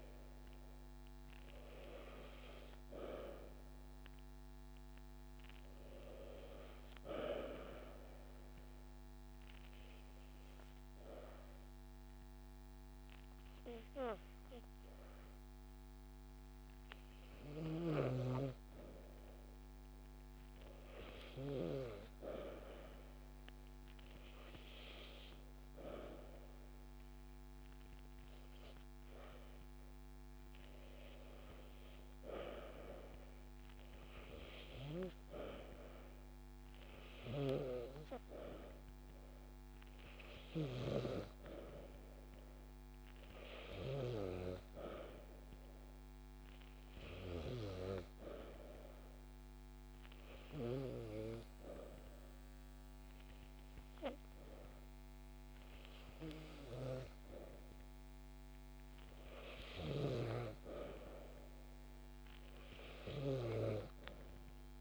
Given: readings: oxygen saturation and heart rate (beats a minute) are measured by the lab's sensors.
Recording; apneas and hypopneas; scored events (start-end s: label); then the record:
breathing in sleep by a microphone on the trachea; 2
7.00-18.00 s: obstructive apnea (oxygen 96% before, 92% lowest)
20.00-23.50 s: arousal
47.50-59.50 s: obstructive apnea (oxygen 95% before, 92% lowest)
62.50-64.81 s: arousal
From the record:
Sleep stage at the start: N2 (light sleep); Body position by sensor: on the back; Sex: female